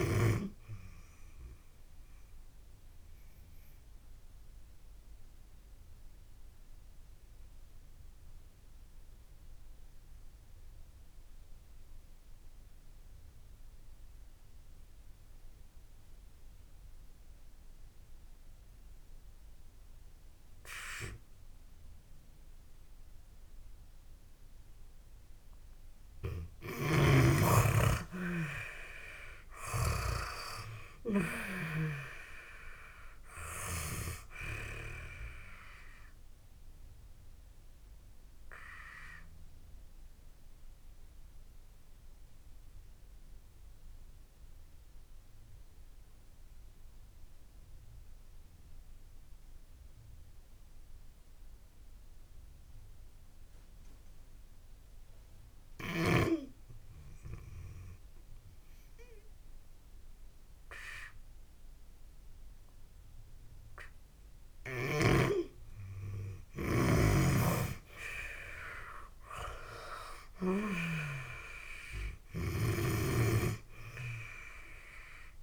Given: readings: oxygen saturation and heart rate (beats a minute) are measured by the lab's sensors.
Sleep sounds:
breathing in sleep by a room microphone; 2
0.00-24.50 s: oxygen desaturation (device-marked, oxygen 84% lowest)
2.50-25.00 s: obstructive apnea (oxygen 98% before, 80% lowest)
28.00-30.50 s: arousal
32.50-64.50 s: oxygen desaturation (device-marked, oxygen 96% before, 80% lowest)
37.00-63.50 s: obstructive apnea (oxygen 96% before, 80% lowest)
67.00-71.00 s: arousal
From the record:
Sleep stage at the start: N2 (light sleep); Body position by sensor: on the back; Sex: female

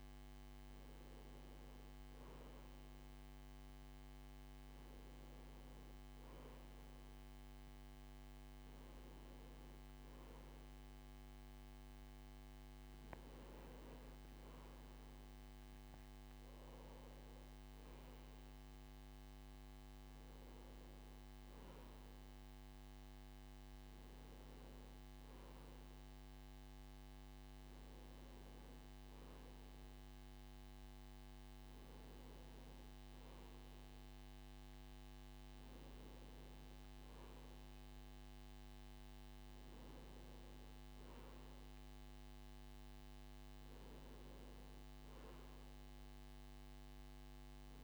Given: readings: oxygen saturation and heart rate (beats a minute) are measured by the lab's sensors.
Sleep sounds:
breathing in sleep, hard to hear, by a microphone on the trachea; none
33.50-47.83 s: new sleep stage, N2 (light sleep)
From the record:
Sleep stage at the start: N1 (lightest sleep); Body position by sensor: on the right side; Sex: male

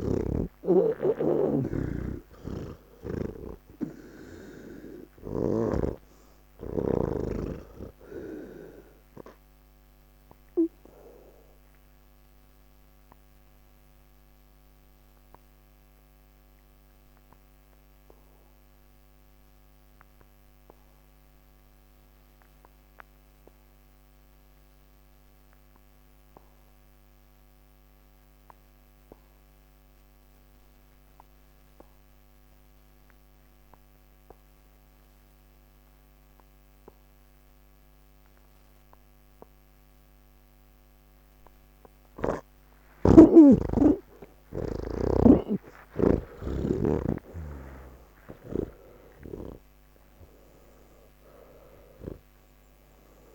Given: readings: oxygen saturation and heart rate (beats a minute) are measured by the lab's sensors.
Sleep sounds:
breathing in sleep by a microphone on the trachea; 1
0.00-24.00 s: oxygen desaturation (device-marked, oxygen 80% lowest)
1.50-6.00 s: snoring (device-marked)
9.00-42.00 s: obstructive apnea (oxygen 99% before, 78% lowest)
35.00-53.35 s: oxygen desaturation (device-marked, oxygen 98% before, 78% lowest)
43.00-46.50 s: snoring (device-marked)
48.50-53.35 s: snoring (device-marked)
From the record:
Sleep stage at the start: N3 (deep sleep); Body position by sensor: on the back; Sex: male

